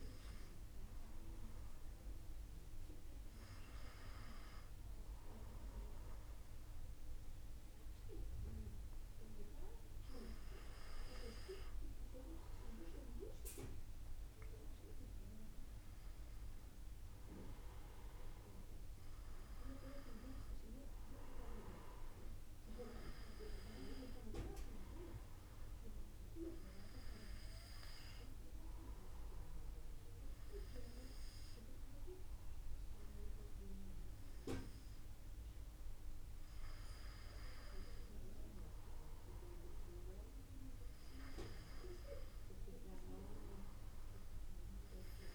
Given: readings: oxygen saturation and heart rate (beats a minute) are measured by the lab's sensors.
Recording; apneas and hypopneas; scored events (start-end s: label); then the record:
breathing in sleep by a room microphone; none
none scored
From the record:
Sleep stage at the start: N2 (light sleep); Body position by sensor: on the back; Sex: male